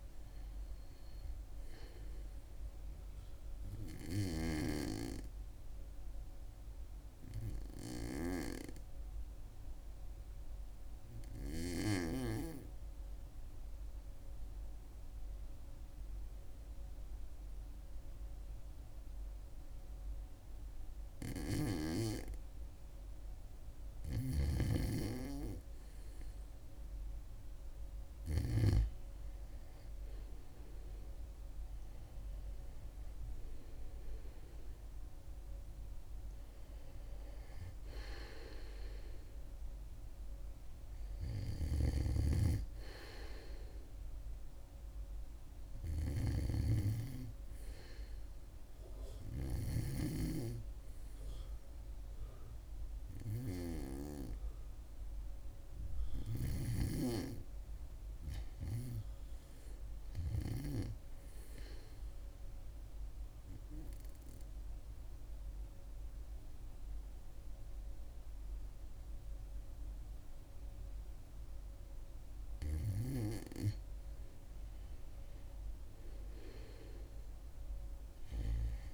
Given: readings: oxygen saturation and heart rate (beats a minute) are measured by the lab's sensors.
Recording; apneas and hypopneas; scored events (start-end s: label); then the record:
breathing in sleep by a room microphone; 2
0.00-3.50 s: arousal
10.50-24.50 s: obstructive apnea (oxygen 100% before, 90% lowest, heart rate 69 before, 67 extreme, up 5 after)
19.00-53.00 s: oxygen desaturation (device-marked, oxygen 99% before, 90% lowest, heart rate 69 before, 67 extreme)
29.50-33.50 s: arousal
59.00-78.93 s: new sleep stage, REM sleep
63.00-73.00 s: obstructive apnea (oxygen 99% before, 94% lowest, heart rate 69 before, 68 extreme, up 5 after)
75.50-78.93 s: arousal
From the record:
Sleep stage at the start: N2 (light sleep); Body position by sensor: on the back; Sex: female